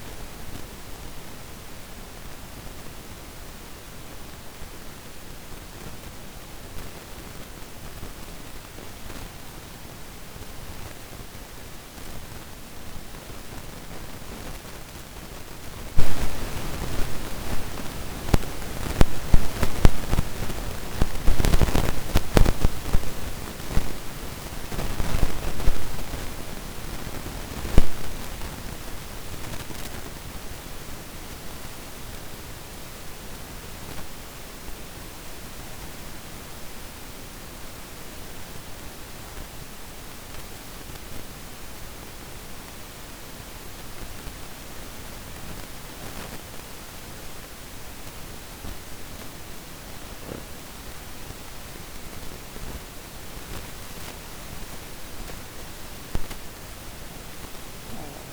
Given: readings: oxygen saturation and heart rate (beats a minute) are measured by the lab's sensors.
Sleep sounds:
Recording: a person awake in a sleep study, by a microphone on the trachea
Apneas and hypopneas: none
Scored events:
51.00-58.33 s: oxygen desaturation (device-marked, oxygen 96% before, 91% lowest, heart rate 129 before, 27 extreme)
From the record:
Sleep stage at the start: awake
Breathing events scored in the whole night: 396 in 5.8 hours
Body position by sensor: on the back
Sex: female

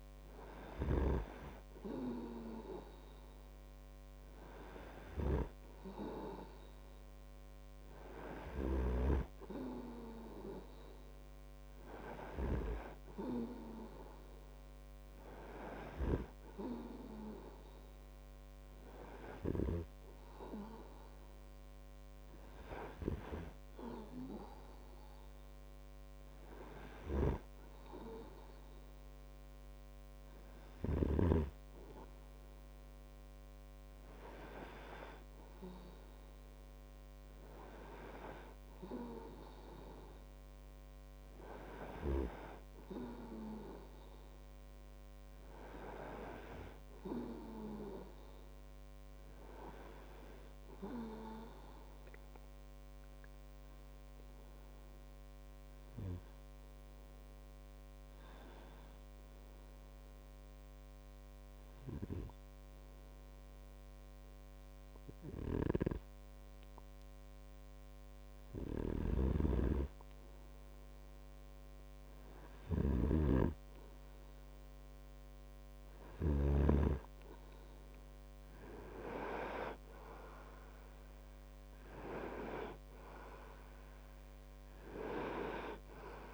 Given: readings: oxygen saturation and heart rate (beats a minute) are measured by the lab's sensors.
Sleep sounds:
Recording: breathing in sleep by a microphone on the trachea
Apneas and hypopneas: 1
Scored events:
54.50-74.00 s: hypopnea (oxygen 98% before, 96% lowest)
65.50-77.00 s: snoring (device-marked)
78.50-82.50 s: arousal
From the record:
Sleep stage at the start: N2 (light sleep)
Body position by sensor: on the right side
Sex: male

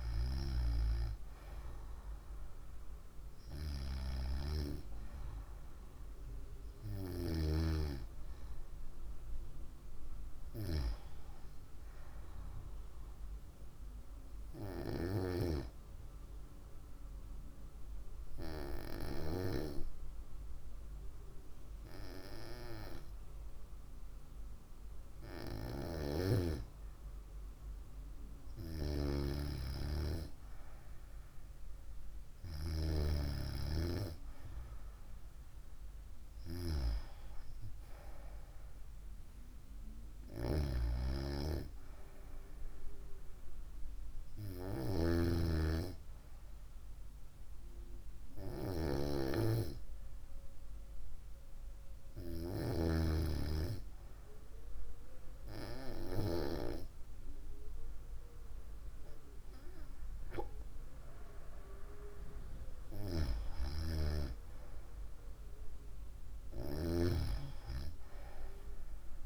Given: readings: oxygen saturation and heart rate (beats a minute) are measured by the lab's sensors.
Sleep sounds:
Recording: breathing in sleep by a room microphone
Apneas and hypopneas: 2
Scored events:
15.00-27.50 s: hypopnea (oxygen 96% before, 94% lowest, heart rate 58 before, 53 extreme, up 4 after)
33.50-37.50 s: arousal
48.00-62.00 s: hypopnea (oxygen 96% before, 94% lowest, heart rate 58 before, 55 extreme, up 4 after)
From the record:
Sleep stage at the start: N2 (light sleep)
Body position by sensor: on the right side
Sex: female

